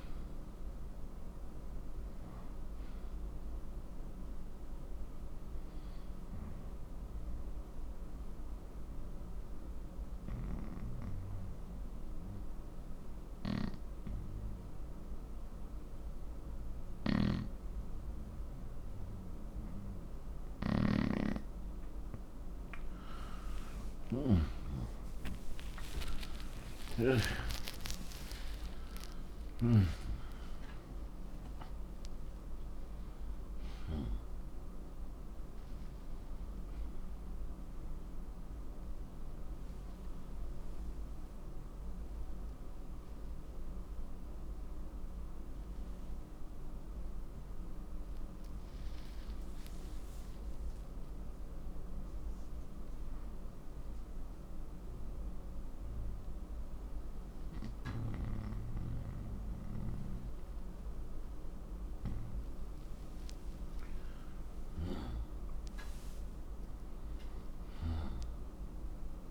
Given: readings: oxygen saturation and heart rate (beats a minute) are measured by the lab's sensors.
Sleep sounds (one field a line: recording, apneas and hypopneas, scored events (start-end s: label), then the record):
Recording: breathing in sleep by a room microphone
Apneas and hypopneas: 2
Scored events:
2.50-17.50 s: oxygen desaturation (device-marked, oxygen 95% before, 85% lowest, heart rate 70 before, 64 extreme)
6.00-21.00 s: obstructive apnea (oxygen 95% before, 85% lowest, heart rate 73 before, 64 extreme, up 26 after)
24.00-30.50 s: arousal
38.50-47.50 s: oxygen desaturation (device-marked, oxygen 93% before, 85% lowest, heart rate 82 before, 61 extreme)
53.50-64.50 s: obstructive apnea (oxygen 96% before, 87% lowest, heart rate 71 before, 57 extreme, up 18 after)
67.50-69.31 s: arousal
From the record:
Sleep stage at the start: N2 (light sleep)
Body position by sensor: on the right side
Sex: male